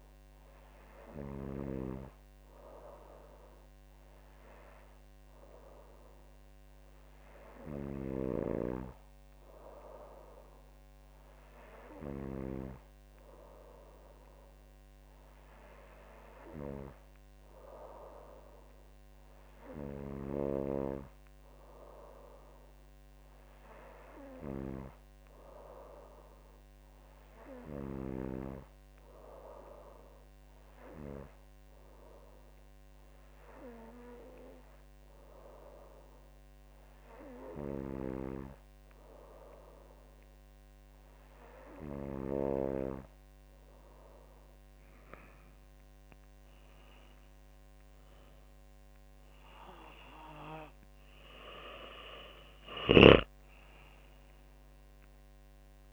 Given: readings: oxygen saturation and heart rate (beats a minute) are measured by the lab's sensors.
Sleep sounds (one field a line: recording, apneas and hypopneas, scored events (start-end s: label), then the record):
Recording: breathing in sleep by a microphone on the trachea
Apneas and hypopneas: none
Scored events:
none scored
From the record:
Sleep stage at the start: N2 (light sleep)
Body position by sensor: on the back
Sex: female